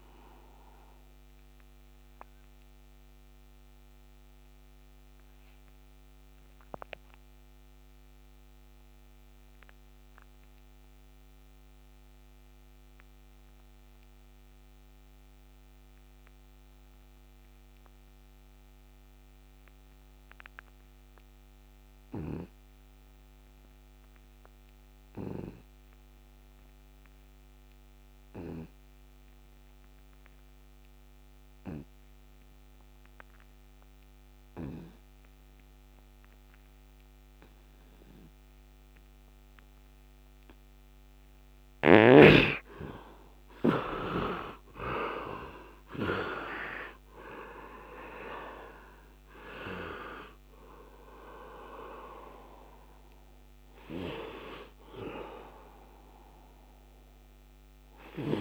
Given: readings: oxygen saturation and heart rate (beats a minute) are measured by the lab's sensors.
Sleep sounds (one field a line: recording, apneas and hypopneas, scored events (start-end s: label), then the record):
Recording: breathing in sleep by a microphone on the trachea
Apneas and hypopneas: 1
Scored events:
0.00-18.50 s: oxygen desaturation (device-marked, oxygen 74% lowest, heart rate 70 extreme)
0.50-42.50 s: obstructive apnea (oxygen 100% before, 63% lowest, heart rate 80 before, 70 extreme, up 12 after)
24.50-58.41 s: oxygen desaturation (device-marked, oxygen 99% before, 63% lowest, heart rate 74 before, 70 extreme)
44.50-48.50 s: arousal
From the record:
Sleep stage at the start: N2 (light sleep)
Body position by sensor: on the right side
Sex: male